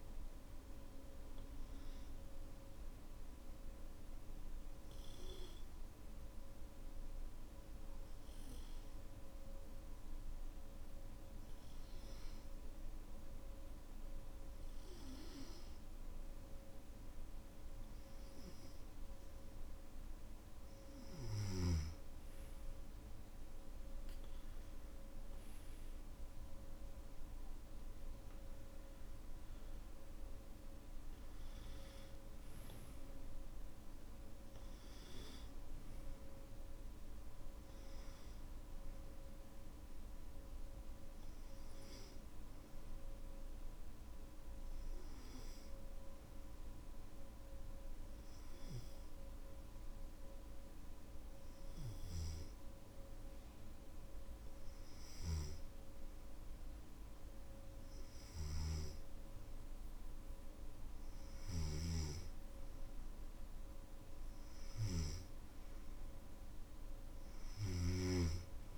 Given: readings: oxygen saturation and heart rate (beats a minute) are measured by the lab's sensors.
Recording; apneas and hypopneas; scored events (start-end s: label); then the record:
breathing in sleep by a room microphone; 2
4.00-19.00 s: hypopnea (oxygen 98% before, 93% lowest, heart rate 57 before, 58 extreme, up 10 after)
25.00-41.00 s: oxygen desaturation (device-marked, oxygen 97% before, 93% lowest, heart rate 61 before, 57 extreme)
44.50-59.00 s: hypopnea (oxygen 97% before, 95% lowest, heart rate 63 before, 56 extreme, up 2 after)
From the record:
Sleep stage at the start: N3 (deep sleep); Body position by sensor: on the back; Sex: male